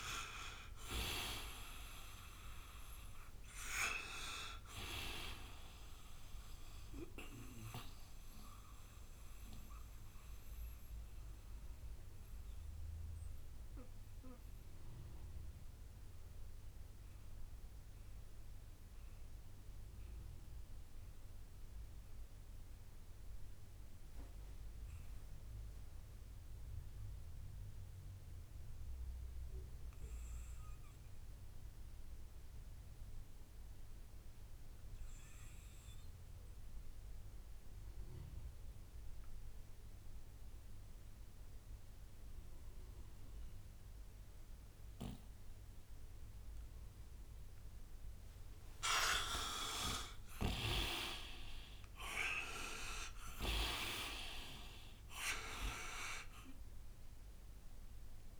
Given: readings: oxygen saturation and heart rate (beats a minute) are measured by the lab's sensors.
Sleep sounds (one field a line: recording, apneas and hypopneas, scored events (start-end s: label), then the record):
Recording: breathing in sleep by a room microphone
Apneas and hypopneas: 1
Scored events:
0.00-24.50 s: oxygen desaturation (device-marked, oxygen 82% lowest, heart rate 59 extreme)
6.50-48.00 s: mixed apnea (oxygen 98% before, 78% lowest, heart rate 69 before, 59 extreme, up 9 after)
41.50-58.40 s: oxygen desaturation (device-marked, oxygen 98% before, 78% lowest, heart rate 60 before, 56 extreme)
49.50-53.00 s: arousal
From the record:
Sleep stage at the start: N2 (light sleep)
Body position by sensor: on the right side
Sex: male